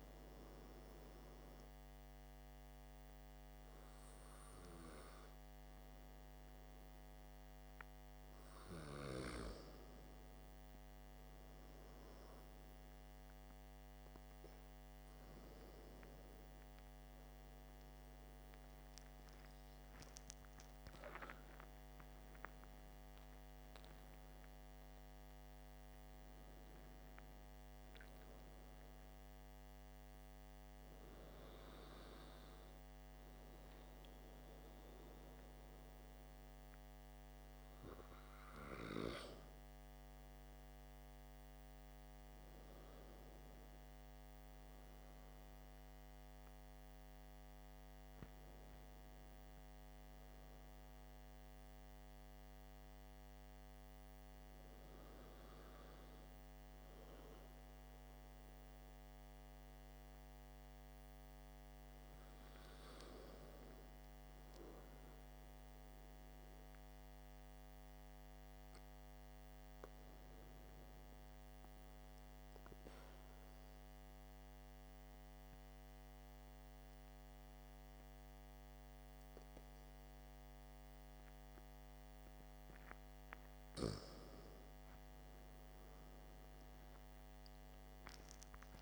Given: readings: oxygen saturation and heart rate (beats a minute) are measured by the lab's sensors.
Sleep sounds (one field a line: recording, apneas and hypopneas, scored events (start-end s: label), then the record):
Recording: breathing in sleep, hard to hear, by a microphone on the trachea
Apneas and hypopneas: 1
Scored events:
20.00-24.50 s: arousal
72.50-84.00 s: obstructive apnea (oxygen 97% before, 95% lowest, heart rate 56 before, 50 extreme, up 12 after)
86.50-88.82 s: arousal
From the record:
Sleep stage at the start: N2 (light sleep)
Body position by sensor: on the back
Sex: male